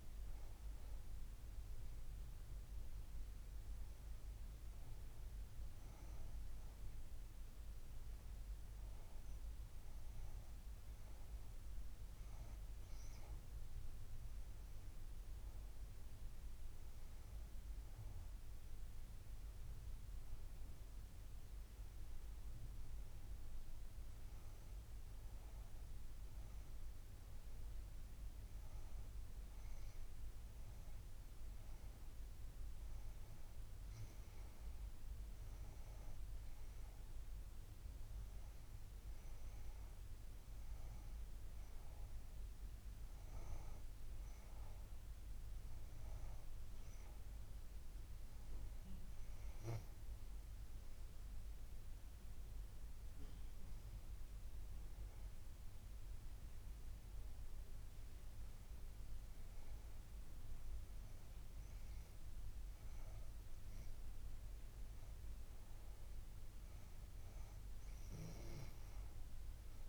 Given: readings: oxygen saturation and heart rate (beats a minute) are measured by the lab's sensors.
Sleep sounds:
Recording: breathing in sleep, hard to hear, by a room microphone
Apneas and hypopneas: none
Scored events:
none scored
From the record:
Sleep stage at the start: N2 (light sleep)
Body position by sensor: on the back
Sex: female

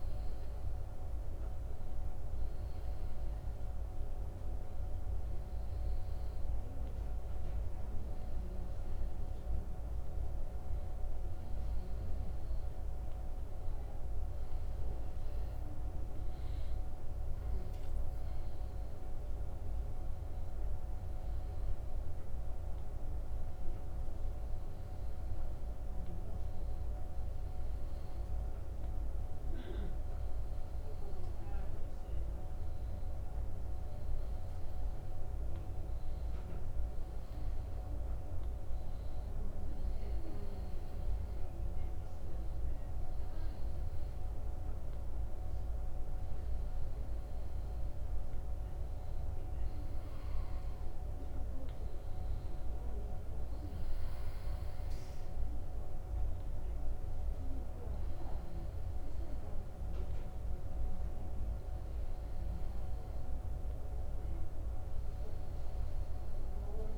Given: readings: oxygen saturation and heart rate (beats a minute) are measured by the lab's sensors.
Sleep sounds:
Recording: breathing in sleep, hard to hear, by a room microphone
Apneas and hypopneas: none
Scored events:
none scored
From the record:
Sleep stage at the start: N2 (light sleep)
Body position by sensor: on the back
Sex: male

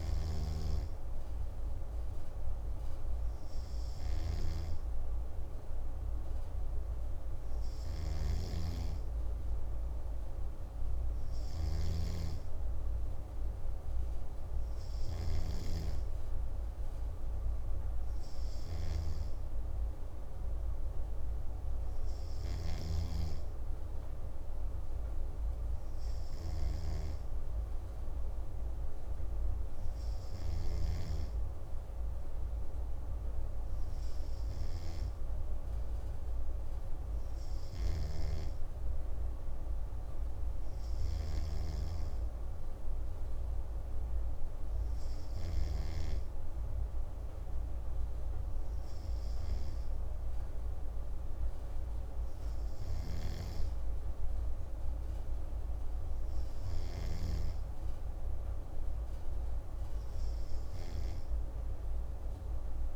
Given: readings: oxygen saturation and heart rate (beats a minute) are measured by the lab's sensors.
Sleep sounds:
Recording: breathing in sleep, hard to hear, by a room microphone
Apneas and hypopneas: none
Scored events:
0.00-30.50 s: snoring (device-marked)
37.50-45.50 s: snoring (device-marked)
52.50-57.00 s: snoring (device-marked)
From the record:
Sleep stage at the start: N2 (light sleep)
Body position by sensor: on the right side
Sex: male

